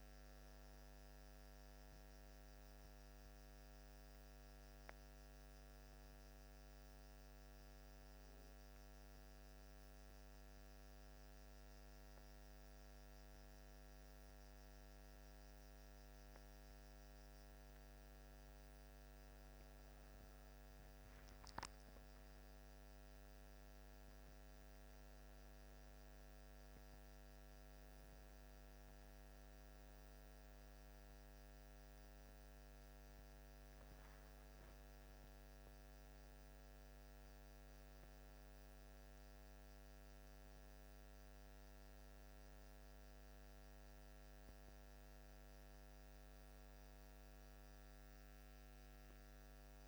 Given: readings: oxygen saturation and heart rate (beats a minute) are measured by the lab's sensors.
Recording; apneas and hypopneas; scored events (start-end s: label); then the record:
breathing in sleep, hard to hear, by a microphone on the trachea; none
none scored
From the record:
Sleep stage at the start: N1 (lightest sleep); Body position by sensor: on the back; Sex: male